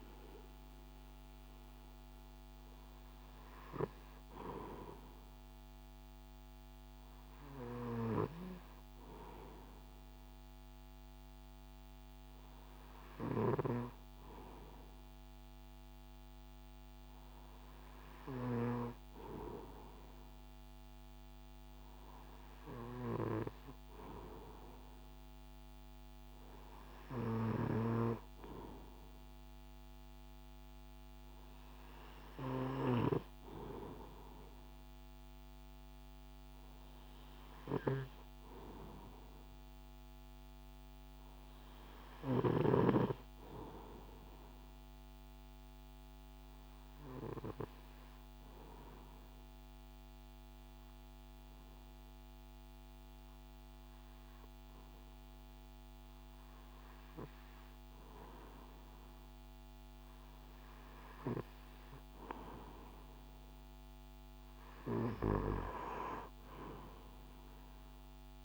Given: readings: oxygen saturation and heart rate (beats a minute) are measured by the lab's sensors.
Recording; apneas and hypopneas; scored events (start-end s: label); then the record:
breathing in sleep by a microphone on the trachea; 1
0.00-1.00 s: arousal
46.00-62.00 s: hypopnea (oxygen 96% before, 92% lowest, heart rate 67 before, 64 extreme, up 5 after)
65.50-68.45 s: arousal
From the record:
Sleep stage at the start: REM sleep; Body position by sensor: on the right side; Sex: male